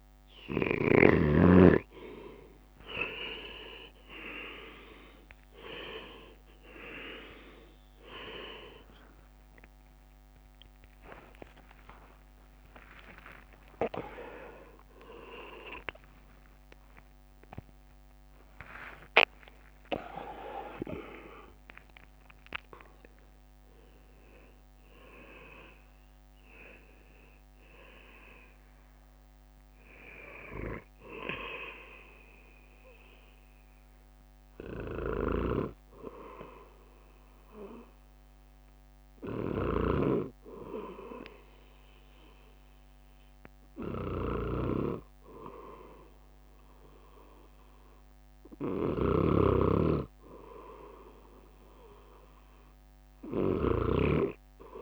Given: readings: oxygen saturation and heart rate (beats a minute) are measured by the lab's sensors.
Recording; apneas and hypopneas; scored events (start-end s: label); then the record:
a person awake in a sleep study, by a microphone on the trachea; none
0.00-16.00 s: oxygen desaturation (device-marked, oxygen 83% lowest, heart rate 52 extreme)
3.00-32.00 s: drop in pulse transit time (device-marked, heart rate 65 before, 67 extreme)
4.00-34.00 s: new sleep stage, awake
34.00-54.82 s: new sleep stage, N1 (lightest sleep)
From the record:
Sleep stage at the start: REM sleep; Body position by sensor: on the right side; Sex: male